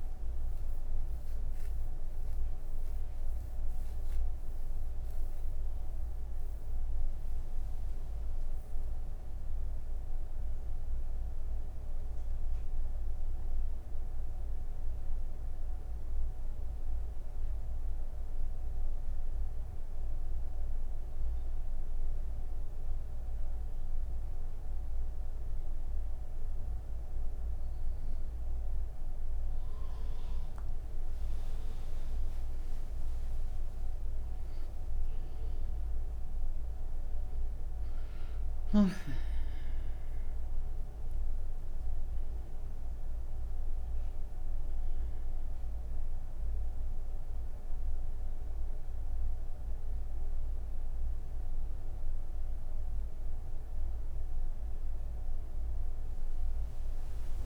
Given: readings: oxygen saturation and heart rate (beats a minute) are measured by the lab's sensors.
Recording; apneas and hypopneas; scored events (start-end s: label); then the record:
breathing in sleep, hard to hear, by a room microphone; 1
17.00-28.50 s: hypopnea (oxygen 100% before, 95% lowest)
31.50-57.46 s: new sleep stage, N1 (lightest sleep)
From the record:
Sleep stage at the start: N3 (deep sleep); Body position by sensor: on the right side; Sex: female